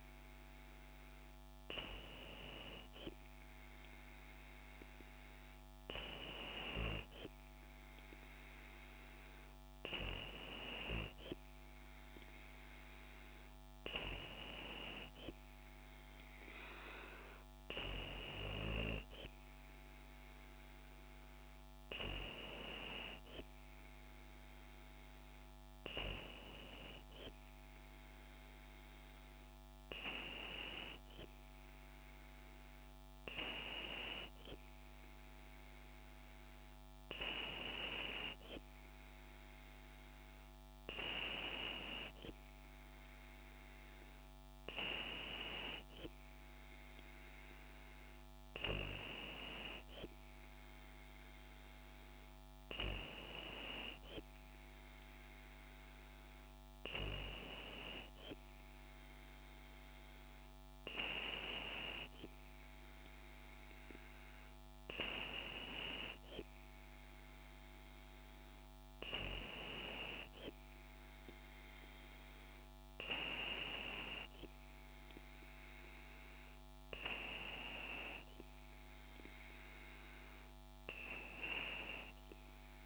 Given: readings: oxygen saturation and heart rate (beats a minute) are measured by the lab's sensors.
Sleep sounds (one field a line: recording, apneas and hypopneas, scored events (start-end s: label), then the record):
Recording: breathing in sleep by a microphone on the trachea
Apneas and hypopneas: none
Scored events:
none scored
From the record:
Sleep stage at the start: N2 (light sleep)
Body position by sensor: on the back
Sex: female